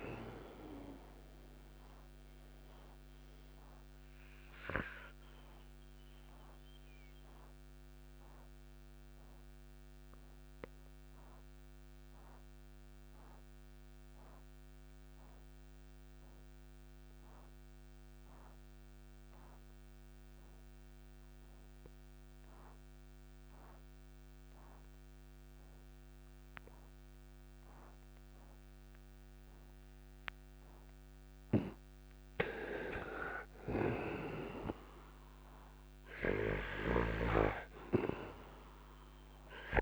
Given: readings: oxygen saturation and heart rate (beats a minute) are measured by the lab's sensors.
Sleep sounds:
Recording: breathing in sleep by a microphone on the trachea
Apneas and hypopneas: 1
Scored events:
0.00-24.00 s: oxygen desaturation (device-marked, oxygen 85% lowest, heart rate 57 extreme)
4.00-30.00 s: obstructive apnea (oxygen 97% before, 85% lowest, heart rate 69 before, 57 extreme, up 13 after)
32.50-35.50 s: arousal
36.00-39.82 s: oxygen desaturation (device-marked, oxygen 99% before, 89% lowest, heart rate 62 before, 56 extreme)
From the record:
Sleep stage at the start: N2 (light sleep)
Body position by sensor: on the right side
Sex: male

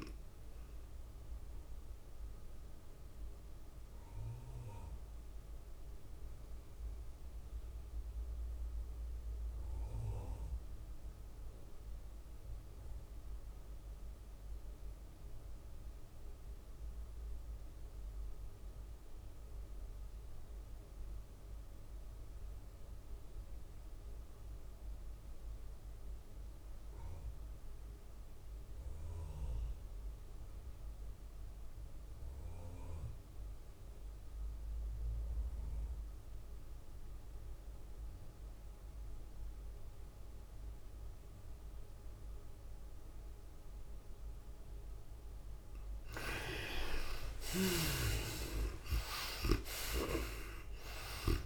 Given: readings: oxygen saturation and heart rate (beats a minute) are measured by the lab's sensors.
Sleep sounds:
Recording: breathing in sleep by a room microphone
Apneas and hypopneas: 1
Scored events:
0.00-4.50 s: tachycardia (device-marked, heart rate 105 extreme)
0.00-8.50 s: oxygen desaturation (device-marked, oxygen 78% lowest, heart rate 76 extreme)
0.00-9.50 s: drop in pulse transit time (device-marked, heart rate 99 extreme)
2.50-46.50 s: obstructive apnea (oxygen 98% before, 64% lowest, heart rate 100 before, 60 extreme, up 48 after)
19.50-51.46 s: oxygen desaturation (device-marked, oxygen 98% before, 64% lowest, heart rate 99 before, 60 extreme)
48.00-51.46 s: arousal
49.50-51.46 s: tachycardia (device-marked, heart rate 96 before, 111 extreme)
From the record:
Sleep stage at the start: N2 (light sleep)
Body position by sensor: on the right side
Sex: female

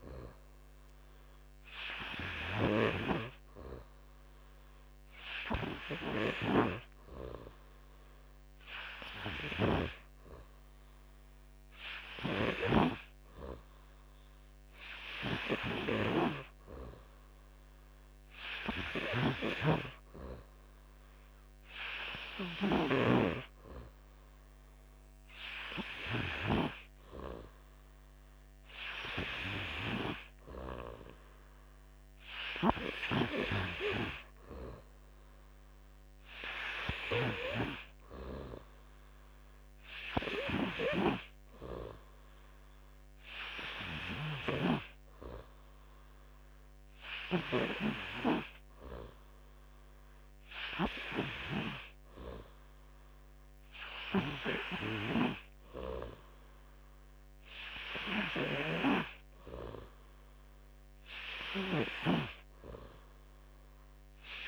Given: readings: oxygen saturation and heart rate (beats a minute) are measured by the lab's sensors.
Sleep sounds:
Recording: breathing in sleep by a microphone on the trachea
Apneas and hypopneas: none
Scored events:
9.00-12.50 s: snoring (device-marked)
18.50-23.00 s: snoring (device-marked)
From the record:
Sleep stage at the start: N3 (deep sleep)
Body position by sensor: on the back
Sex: male

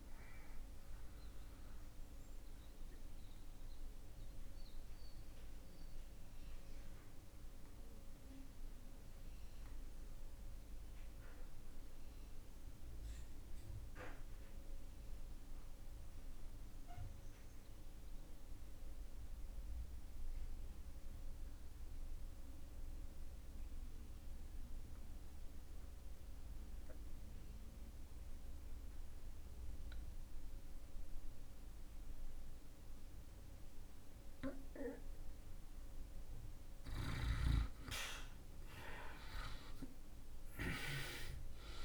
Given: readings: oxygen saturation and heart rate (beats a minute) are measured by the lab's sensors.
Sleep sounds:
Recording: breathing in sleep by a room microphone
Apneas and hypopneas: 1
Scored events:
0.00-17.00 s: oxygen desaturation (device-marked, oxygen 79% lowest)
2.00-37.00 s: mixed apnea (oxygen 90% before, 66% lowest)
26.00-41.85 s: oxygen desaturation (device-marked, oxygen 95% before, 66% lowest)
39.50-41.85 s: arousal
From the record:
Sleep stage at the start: REM sleep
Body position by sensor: on the back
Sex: male

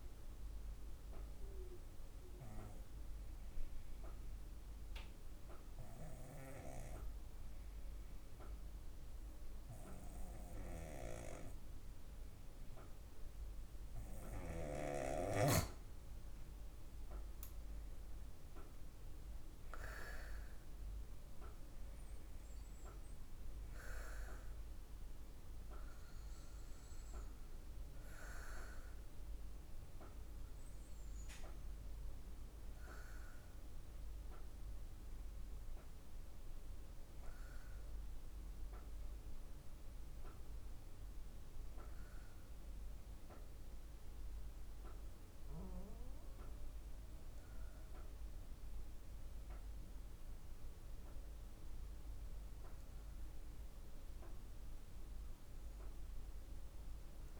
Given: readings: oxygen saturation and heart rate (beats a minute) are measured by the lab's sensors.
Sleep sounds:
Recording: breathing in sleep by a room microphone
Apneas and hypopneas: 1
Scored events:
2.00-15.50 s: hypopnea (oxygen 96% before, 93% lowest, heart rate 52 before, 48 extreme, up 4 after)
17.00-21.50 s: arousal
From the record:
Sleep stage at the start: N2 (light sleep)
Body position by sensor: on the back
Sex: female

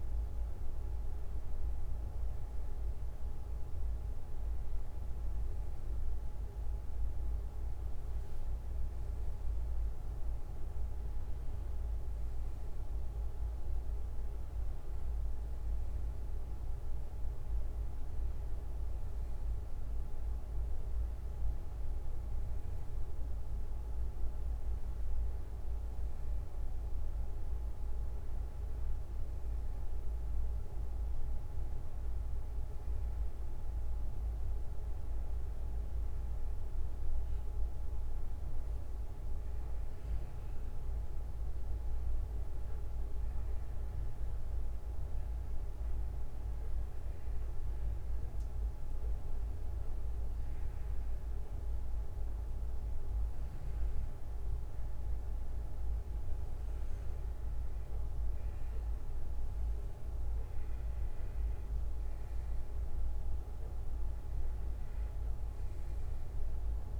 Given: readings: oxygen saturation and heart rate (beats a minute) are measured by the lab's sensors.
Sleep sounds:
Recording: breathing in sleep, hard to hear, by a room microphone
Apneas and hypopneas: none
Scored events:
20.00-26.00 s: bradycardia (device-marked, heart rate 64 before, 55 extreme)
45.00-55.00 s: bradycardia (device-marked, heart rate 63 before, 57 extreme)
49.00-66.99 s: new sleep stage, N2 (light sleep)
From the record:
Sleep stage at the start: N1 (lightest sleep)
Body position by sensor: on the back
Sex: male

